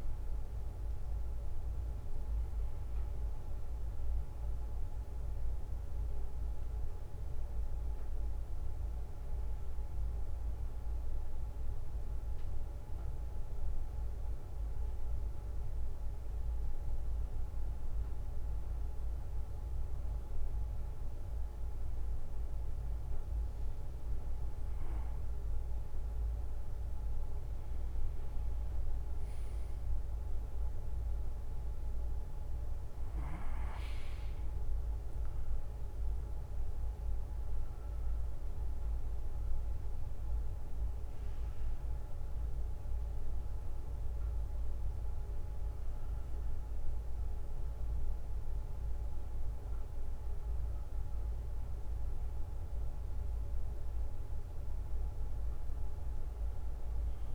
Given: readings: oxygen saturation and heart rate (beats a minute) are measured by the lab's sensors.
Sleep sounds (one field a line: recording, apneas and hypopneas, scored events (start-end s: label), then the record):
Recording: breathing in sleep, hard to hear, by a room microphone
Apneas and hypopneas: 1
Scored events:
0.00-6.00 s: drop in pulse transit time (device-marked, heart rate 75 extreme)
12.00-24.50 s: central apnea (oxygen 96% before, 90% lowest, heart rate 79 before, 58 extreme, up 8 after)
15.00-20.00 s: bradycardia (device-marked, heart rate 68 before, 58 extreme)
26.00-29.00 s: arousal
33.00-51.00 s: oxygen desaturation (device-marked, oxygen 97% before, 90% lowest, heart rate 62 before, 61 extreme)
From the record:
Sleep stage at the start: N2 (light sleep)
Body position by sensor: on the right side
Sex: male